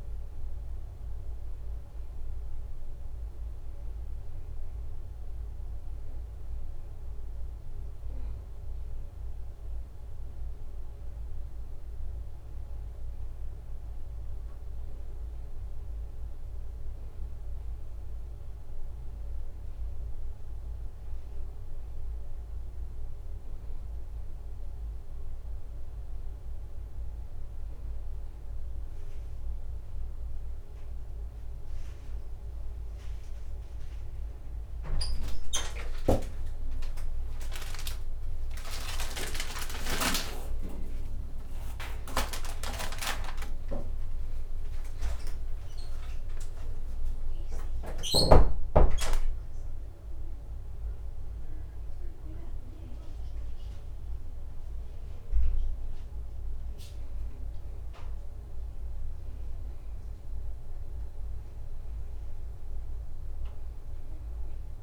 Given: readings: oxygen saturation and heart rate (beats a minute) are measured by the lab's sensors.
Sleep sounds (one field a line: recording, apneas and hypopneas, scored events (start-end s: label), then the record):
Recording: breathing in sleep by a room microphone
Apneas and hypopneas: none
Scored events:
none scored
From the record:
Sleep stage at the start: N2 (light sleep)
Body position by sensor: on the back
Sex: male